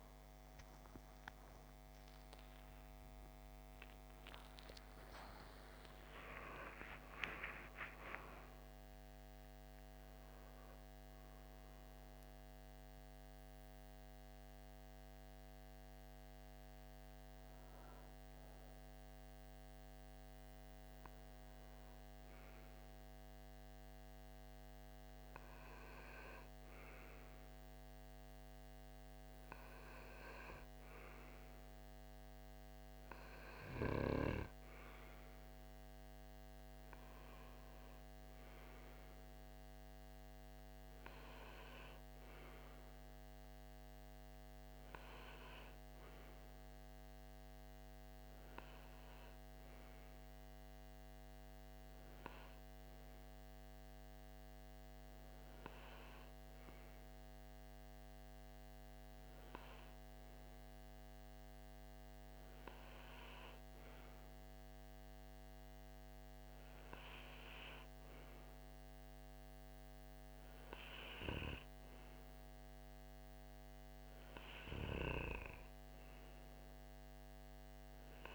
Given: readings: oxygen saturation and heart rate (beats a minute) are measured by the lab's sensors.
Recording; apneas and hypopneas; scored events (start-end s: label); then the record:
a person partly awake in a sleep study, by a microphone on the trachea; none
25.00-78.35 s: new sleep stage, N2 (light sleep)
From the record:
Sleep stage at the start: awake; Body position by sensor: on the right side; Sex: male